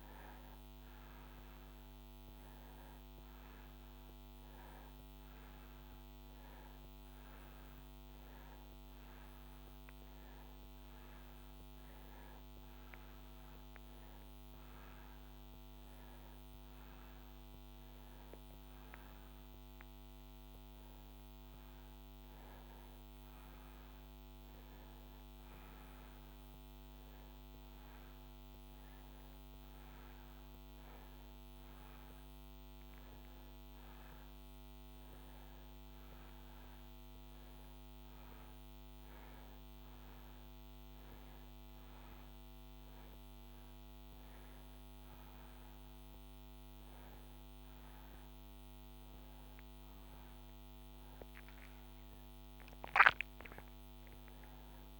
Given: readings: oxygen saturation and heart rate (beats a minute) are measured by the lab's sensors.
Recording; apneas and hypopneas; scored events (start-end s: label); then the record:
a person partly awake in a sleep study, hard to hear, by a microphone on the trachea; none
0.00-16.50 s: oxygen desaturation (device-marked, oxygen 91% lowest)
9.50-55.00 s: new sleep stage, N1 (lightest sleep)
32.50-36.50 s: oxygen desaturation (device-marked, oxygen 96% before, 94% lowest)
From the record:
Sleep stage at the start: awake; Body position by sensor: on the back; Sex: male